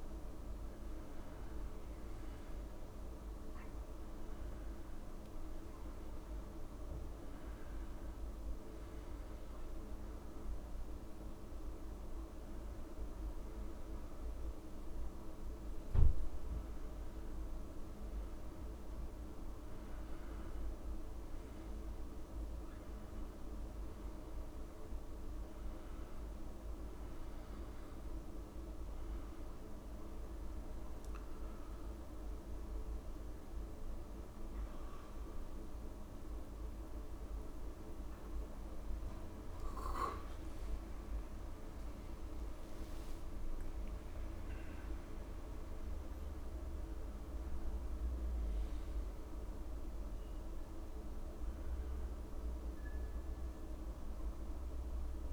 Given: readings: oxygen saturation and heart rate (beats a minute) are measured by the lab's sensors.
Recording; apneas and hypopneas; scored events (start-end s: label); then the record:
breathing in sleep, hard to hear, by a room microphone; 1
8.50-19.00 s: hypopnea (oxygen 99% before, 93% lowest)
10.50-31.50 s: oxygen desaturation (device-marked, oxygen 97% before, 93% lowest)
22.00-25.50 s: arousal
40.00-43.50 s: arousal
From the record:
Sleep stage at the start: N1 (lightest sleep); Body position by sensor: on the back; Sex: male